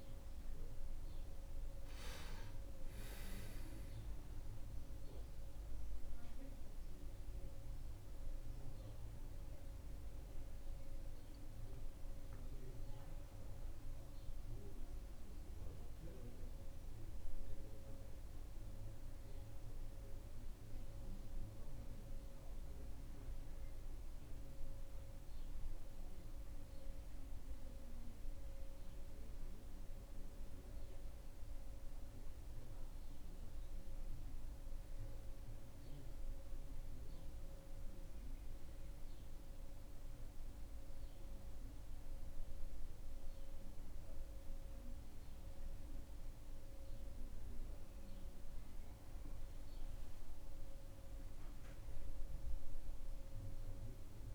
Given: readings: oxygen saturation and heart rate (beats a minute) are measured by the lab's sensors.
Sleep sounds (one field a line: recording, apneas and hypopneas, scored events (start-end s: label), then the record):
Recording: breathing in sleep, hard to hear, by a room microphone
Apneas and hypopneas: none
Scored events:
none scored
From the record:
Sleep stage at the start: N2 (light sleep)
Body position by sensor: on the back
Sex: male